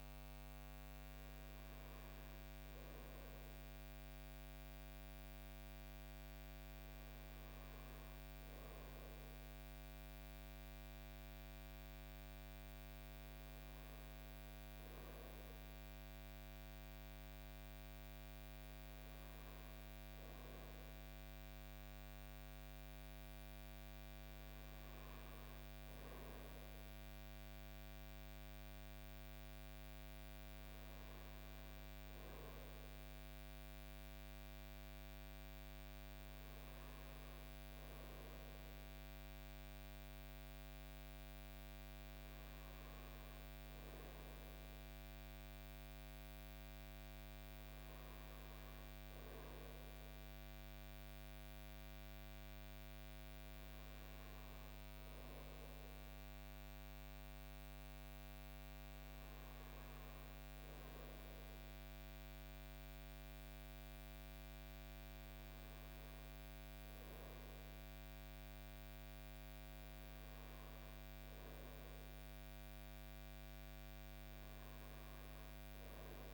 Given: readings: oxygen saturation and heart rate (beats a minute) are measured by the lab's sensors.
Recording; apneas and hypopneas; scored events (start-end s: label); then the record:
breathing in sleep, hard to hear, by a microphone on the trachea; none
none scored
From the record:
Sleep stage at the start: N2 (light sleep); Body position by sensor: on the front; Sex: male